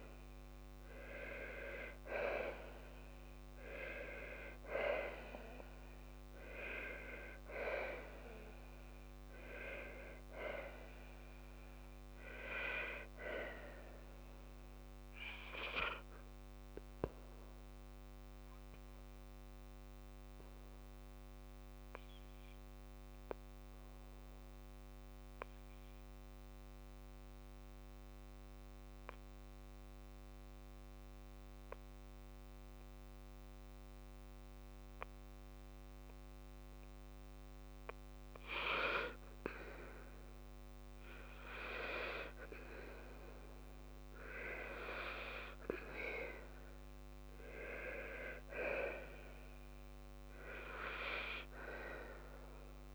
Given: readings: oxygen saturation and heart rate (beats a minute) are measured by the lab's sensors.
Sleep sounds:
breathing in sleep by a microphone on the trachea; 1
0.00-3.50 s: arousal
1.00-3.00 s: long interval between heartbeats (device-marked, heart rate 59 before, 85 extreme)
6.50-8.50 s: long interval between heartbeats (device-marked, heart rate 66 before, 76 extreme)
9.50-11.50 s: long interval between heartbeats (device-marked, heart rate 69 before, 78 extreme)
20.50-37.00 s: obstructive apnea (oxygen 98% before, 93% lowest, heart rate 73 before, 55 extreme, up 4 after)
27.00-39.00 s: oxygen desaturation (device-marked, oxygen 97% before, 93% lowest, heart rate 64 before, 55 extreme)
40.00-42.50 s: arousal
From the record:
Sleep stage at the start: N2 (light sleep); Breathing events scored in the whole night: 247 in 4.4 hours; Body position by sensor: on the back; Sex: female

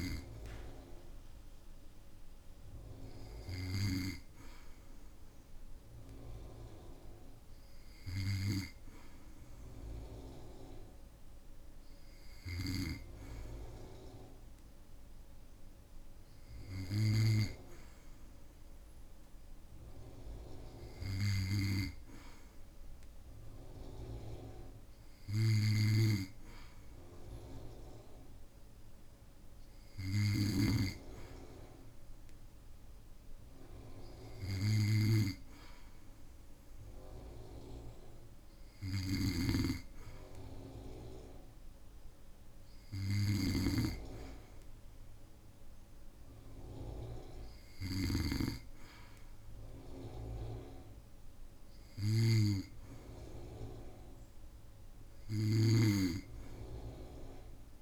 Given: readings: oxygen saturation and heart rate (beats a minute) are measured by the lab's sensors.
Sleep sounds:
breathing in sleep by a room microphone; none
39.00-48.00 s: snoring (device-marked)
From the record:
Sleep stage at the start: N2 (light sleep); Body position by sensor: on the back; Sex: male

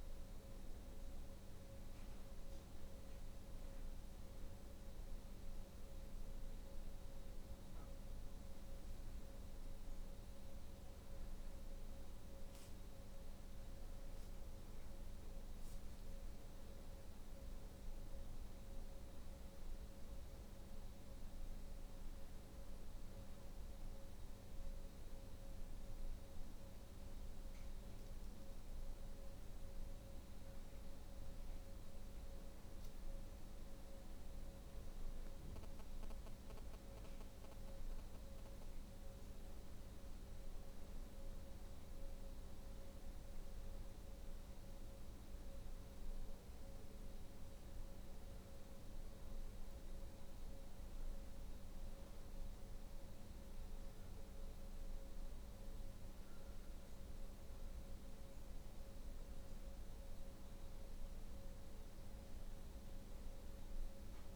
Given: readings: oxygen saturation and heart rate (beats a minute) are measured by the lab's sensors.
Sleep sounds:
breathing in sleep, hard to hear, by a room microphone; 1
3.00-19.00 s: obstructive apnea (oxygen 94% before, 91% lowest, heart rate 67 before, 66 extreme, up 11 after)
21.50-26.00 s: arousal
63.00-64.36 s: arousal
From the record:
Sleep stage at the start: N2 (light sleep); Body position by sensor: on the back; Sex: female

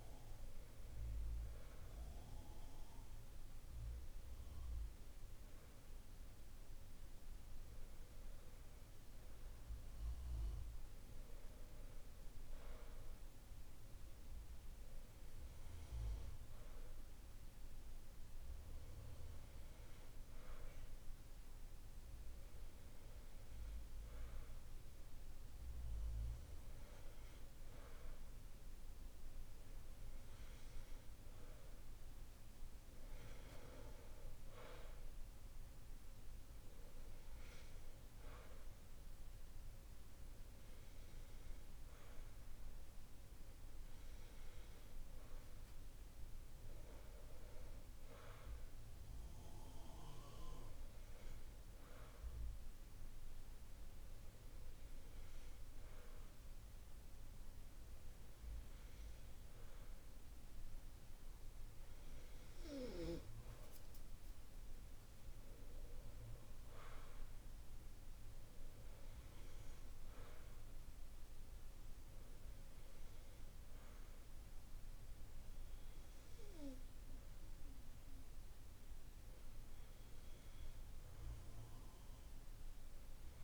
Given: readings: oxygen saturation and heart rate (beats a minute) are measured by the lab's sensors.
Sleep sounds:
breathing in sleep, hard to hear, by a room microphone; none
none scored
From the record:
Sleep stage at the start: N2 (light sleep); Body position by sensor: on the back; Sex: male

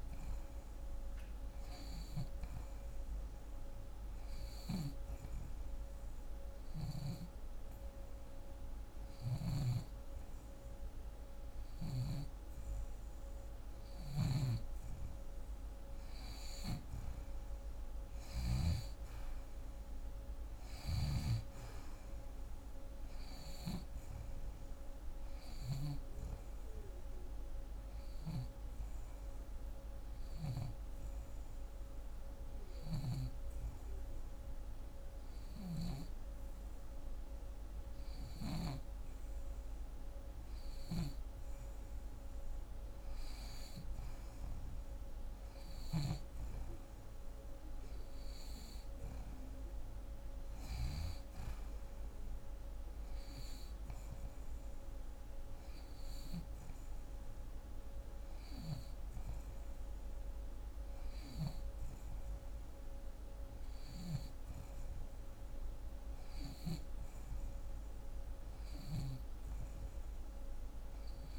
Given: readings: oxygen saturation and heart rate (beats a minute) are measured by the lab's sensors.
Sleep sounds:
breathing in sleep by a room microphone; 2
5.00-15.00 s: hypopnea (oxygen 89% before, 86% lowest, heart rate 136 before, 70 extreme)
13.50-18.50 s: snoring (device-marked)
17.50-21.50 s: arousal
20.50-25.50 s: snoring (device-marked)
28.50-38.50 s: hypopnea (oxygen 88% before, 86% lowest, heart rate 116 before, 68 extreme)
35.00-38.50 s: snoring (device-marked)
41.00-45.50 s: arousal
60.50-66.50 s: snoring (device-marked)
From the record:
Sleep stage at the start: N2 (light sleep); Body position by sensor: on the back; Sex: female

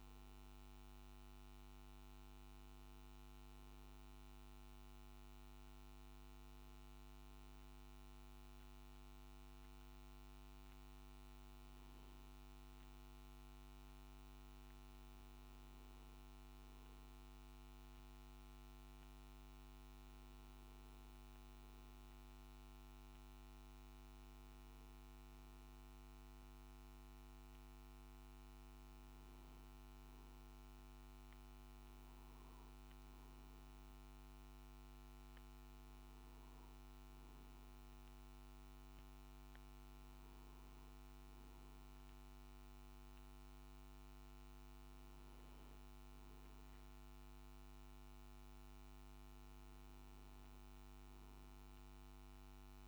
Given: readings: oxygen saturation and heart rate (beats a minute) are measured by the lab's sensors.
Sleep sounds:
breathing in sleep, hard to hear, by a microphone on the trachea; none
0.00-16.50 s: oxygen desaturation (device-marked, oxygen 89% lowest, heart rate 55 extreme)
From the record:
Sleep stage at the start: N2 (light sleep); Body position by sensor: on the back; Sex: male

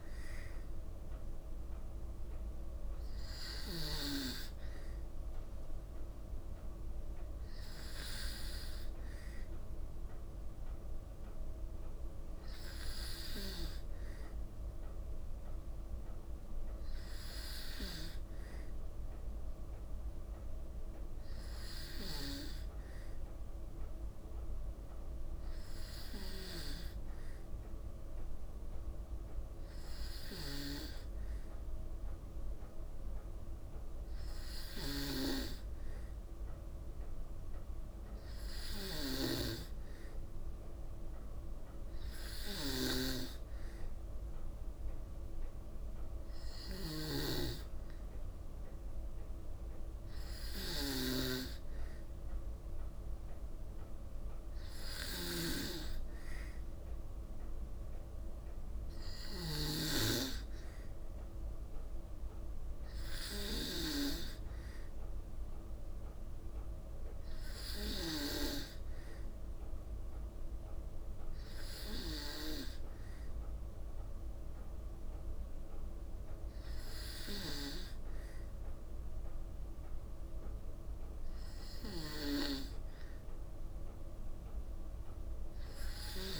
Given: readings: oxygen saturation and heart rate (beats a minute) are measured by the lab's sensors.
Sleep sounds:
breathing in sleep by a room microphone; none
42.00-59.50 s: snoring (device-marked)
From the record:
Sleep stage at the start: N2 (light sleep); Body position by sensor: on the back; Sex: female

